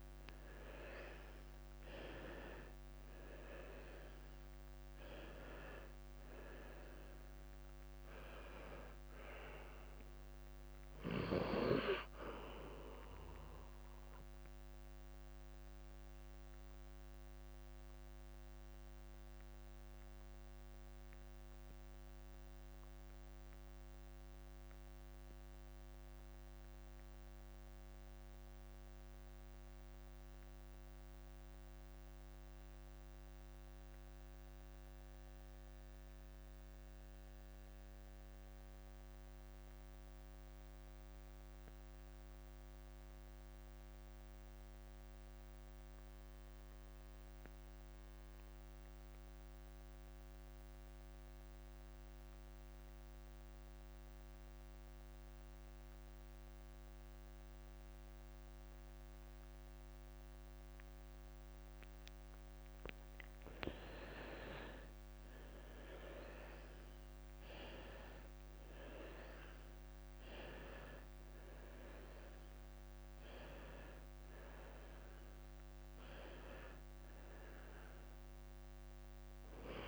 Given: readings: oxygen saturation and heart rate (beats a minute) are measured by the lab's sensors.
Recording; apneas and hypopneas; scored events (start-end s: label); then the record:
breathing in sleep by a microphone on the trachea; 1
0.00-1.00 s: arousal
0.00-36.00 s: oxygen desaturation (device-marked, oxygen 81% lowest, heart rate 51 extreme)
15.50-63.50 s: obstructive apnea (oxygen 92% before, 81% lowest, heart rate 66 before, 51 extreme, up 18 after)
24.50-26.50 s: long interval between heartbeats (device-marked, heart rate 55 before, 59 extreme)
28.00-30.00 s: long interval between heartbeats (device-marked, heart rate 55 before, 69 extreme)
30.00-32.00 s: long interval between heartbeats (device-marked, heart rate 56 before, 73 extreme)
32.50-34.50 s: long interval between heartbeats (device-marked, heart rate 58 before, 77 extreme)
36.00-38.00 s: long interval between heartbeats (device-marked, heart rate 63 before, 80 extreme)
38.50-40.50 s: long interval between heartbeats (device-marked, heart rate 66 before, 78 extreme)
45.50-47.50 s: long interval between heartbeats (device-marked, heart rate 73 before, 60 extreme)
49.00-51.00 s: long interval between heartbeats (device-marked, heart rate 74 before, 77 extreme)
52.00-79.88 s: oxygen desaturation (device-marked, oxygen 97% before, 81% lowest, heart rate 74 before, 46 extreme)
52.50-54.50 s: long interval between heartbeats (device-marked, heart rate 74 before, 78 extreme)
56.00-58.00 s: long interval between heartbeats (device-marked, heart rate 72 before, 76 extreme)
59.50-61.50 s: long interval between heartbeats (device-marked, heart rate 72 before, 85 extreme)
62.50-64.50 s: long interval between heartbeats (device-marked, heart rate 74 before, 91 extreme)
65.50-69.50 s: arousal
From the record:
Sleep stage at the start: N2 (light sleep); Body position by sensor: on the left side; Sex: male